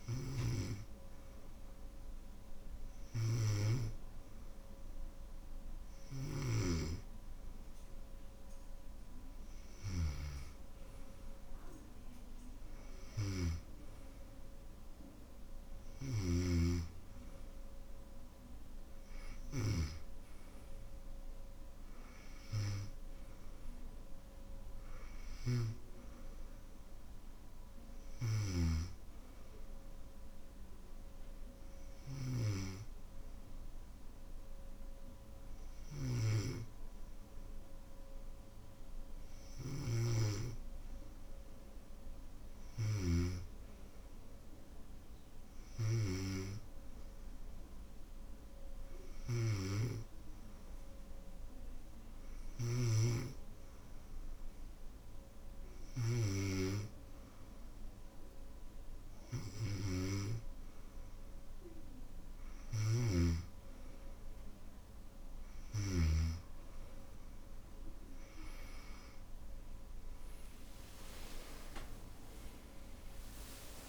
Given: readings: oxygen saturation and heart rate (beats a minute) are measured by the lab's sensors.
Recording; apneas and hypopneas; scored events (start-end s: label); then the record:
breathing in sleep by a room microphone; 1
28.50-42.00 s: hypopnea (oxygen 95% before, 92% lowest, heart rate 67 before, 59 extreme, up 6 after)
46.00-50.00 s: arousal
71.00-73.88 s: arousal
From the record:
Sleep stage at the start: N2 (light sleep); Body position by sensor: on the back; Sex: male